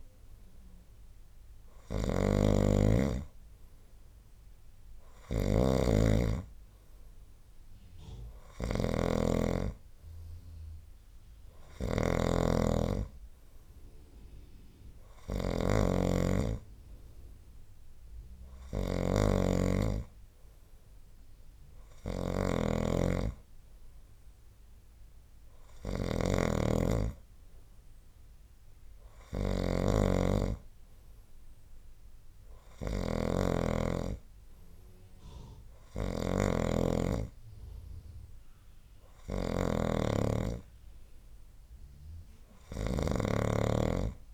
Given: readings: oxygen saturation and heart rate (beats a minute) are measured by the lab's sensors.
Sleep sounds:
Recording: breathing in sleep by a room microphone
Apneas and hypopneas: none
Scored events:
0.00-44.33 s: snoring (device-marked)
From the record:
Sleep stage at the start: N2 (light sleep)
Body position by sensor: on the right side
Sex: male

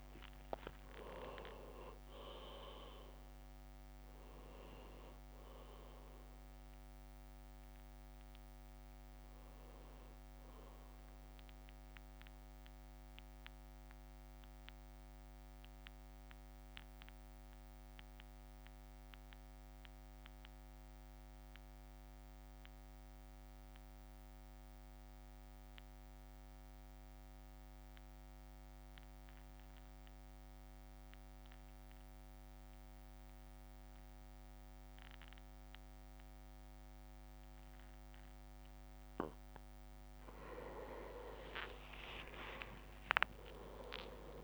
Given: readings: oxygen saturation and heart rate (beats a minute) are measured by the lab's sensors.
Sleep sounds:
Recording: breathing in sleep by a microphone on the trachea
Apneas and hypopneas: 1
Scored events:
0.00-2.50 s: arousal
0.00-12.00 s: oxygen desaturation (device-marked, oxygen 95% lowest, heart rate 50 extreme)
0.00-13.00 s: drop in pulse transit time (device-marked, heart rate 53 extreme)
0.50-6.00 s: leg movement (device-marked)
11.50-39.00 s: mixed apnea (oxygen 99% before, 94% lowest, heart rate 56 before, 49 extreme, up 4 after)
40.50-44.44 s: leg movement (device-marked)
41.50-44.44 s: arousal
42.00-44.44 s: oxygen desaturation (device-marked, oxygen 100% before, 96% lowest, heart rate 56 before, 49 extreme)
43.00-44.44 s: drop in pulse transit time (device-marked, heart rate 56 before, 53 extreme)
From the record:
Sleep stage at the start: N2 (light sleep)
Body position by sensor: on the back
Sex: male

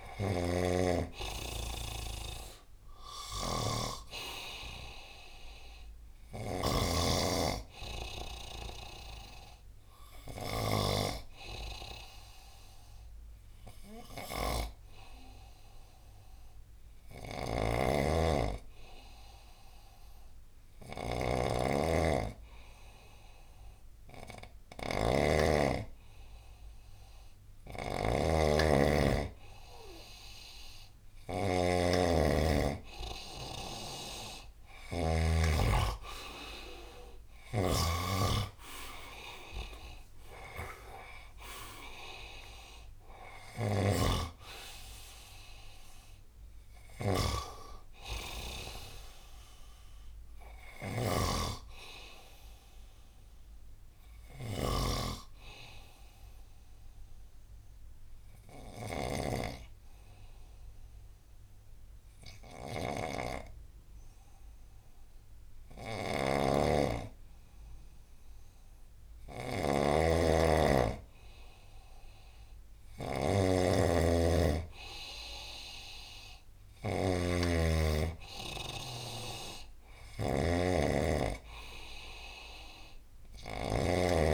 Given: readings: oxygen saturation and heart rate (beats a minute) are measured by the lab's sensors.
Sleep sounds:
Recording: breathing in sleep by a room microphone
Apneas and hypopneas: 2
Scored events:
3.00-35.00 s: snoring (device-marked)
10.50-26.00 s: hypopnea (oxygen 97% before, 93% lowest, heart rate 84 before, 69 extreme, up 18 after)
27.50-31.50 s: arousal
34.50-58.50 s: oxygen desaturation (device-marked, oxygen 97% before, 93% lowest, heart rate 77 before, 66 extreme)
43.50-84.34 s: snoring (device-marked)
57.00-69.50 s: obstructive apnea (oxygen 97% before, 94% lowest, heart rate 79 before, 66 extreme, up 8 after)
73.00-77.00 s: arousal
75.50-84.34 s: oxygen desaturation (device-marked, oxygen 98% before, 94% lowest, heart rate 77 before, 71 extreme)
From the record:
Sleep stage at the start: N2 (light sleep)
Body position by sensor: on the right side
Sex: male

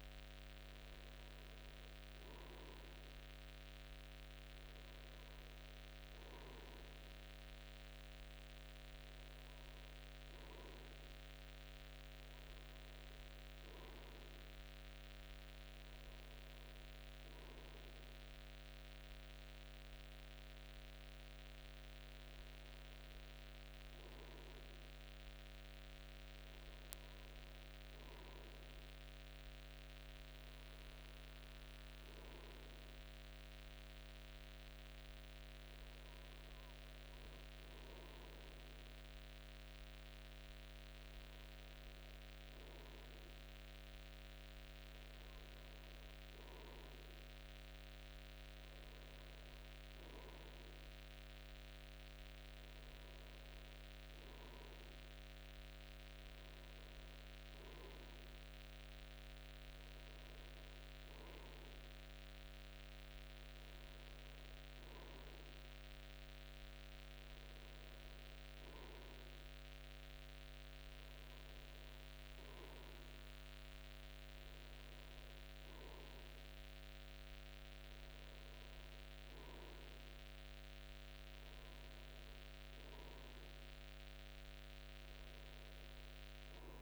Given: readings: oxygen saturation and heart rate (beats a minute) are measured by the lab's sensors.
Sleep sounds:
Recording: breathing in sleep, hard to hear, by a microphone on the trachea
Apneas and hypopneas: none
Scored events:
26.50-86.82 s: new sleep stage, N2 (light sleep)
From the record:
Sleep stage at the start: N3 (deep sleep)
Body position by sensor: on the front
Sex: male

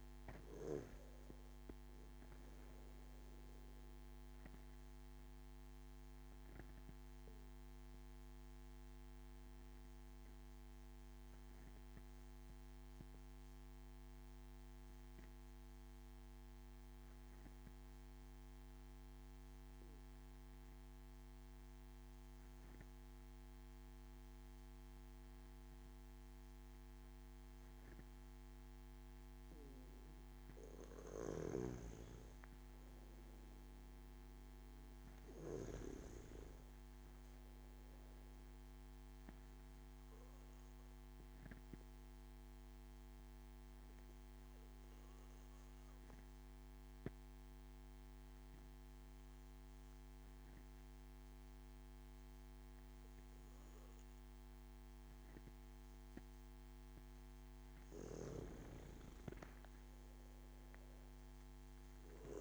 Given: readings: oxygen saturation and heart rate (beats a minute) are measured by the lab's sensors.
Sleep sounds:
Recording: breathing in sleep by a microphone on the trachea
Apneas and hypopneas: 2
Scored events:
0.00-1.00 s: arousal
0.00-18.00 s: oxygen desaturation (device-marked, oxygen 92% lowest)
6.00-30.00 s: obstructive apnea (oxygen 97% before, 92% lowest)
31.00-36.00 s: snoring (device-marked)
33.00-35.50 s: arousal
35.00-57.00 s: oxygen desaturation (device-marked, oxygen 96% before, 92% lowest)
41.50-57.00 s: obstructive apnea (oxygen 97% before, 92% lowest)
59.00-62.41 s: arousal
From the record:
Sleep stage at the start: N2 (light sleep)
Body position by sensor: on the back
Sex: male

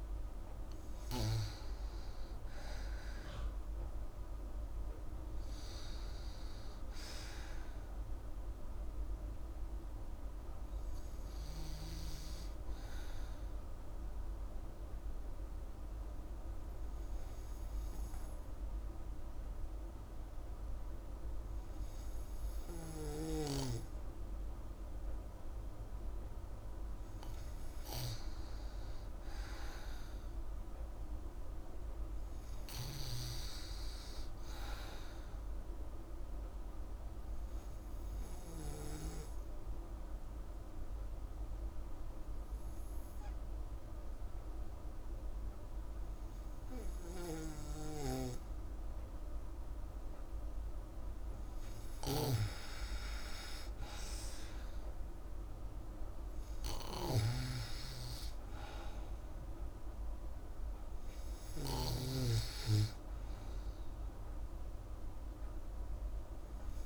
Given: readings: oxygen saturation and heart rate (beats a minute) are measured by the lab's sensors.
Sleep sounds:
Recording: breathing in sleep by a room microphone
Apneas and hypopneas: 2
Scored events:
0.00-3.00 s: arousal
3.50-24.50 s: oxygen desaturation (device-marked, oxygen 97% before, 87% lowest, heart rate 88 before, 68 extreme)
13.50-26.00 s: obstructive apnea (oxygen 97% before, 87% lowest, heart rate 98 before, 83 extreme, up 6 after)
30.00-33.50 s: arousal
36.50-50.00 s: obstructive apnea (oxygen 98% before, 90% lowest)
50.50-54.00 s: arousal
57.00-66.86 s: snoring (device-marked)
65.50-66.86 s: oxygen desaturation (device-marked, oxygen 97% before, 90% lowest)
From the record:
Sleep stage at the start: N2 (light sleep)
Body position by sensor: on the back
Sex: female

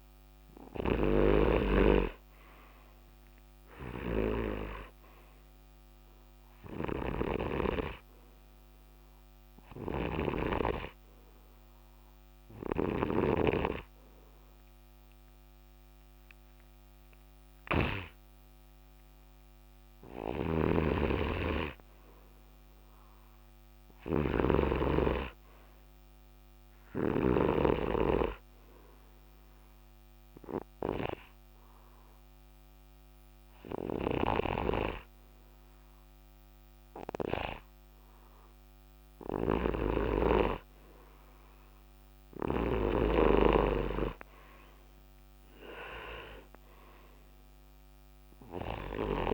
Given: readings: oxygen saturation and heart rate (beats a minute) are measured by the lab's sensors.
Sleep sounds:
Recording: breathing in sleep by a microphone on the trachea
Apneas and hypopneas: 2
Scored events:
0.00-49.34 s: snoring (device-marked)
3.00-6.50 s: arousal
8.00-19.50 s: hypopnea (oxygen 92% before, 89% lowest, heart rate 80 before, 73 extreme, up 5 after)
21.00-24.00 s: arousal
29.50-39.50 s: hypopnea (oxygen 92% before, 89% lowest, heart rate 77 before, 73 extreme, up 4 after)
43.00-46.50 s: arousal
From the record:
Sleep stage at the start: N2 (light sleep)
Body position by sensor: on the right side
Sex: male

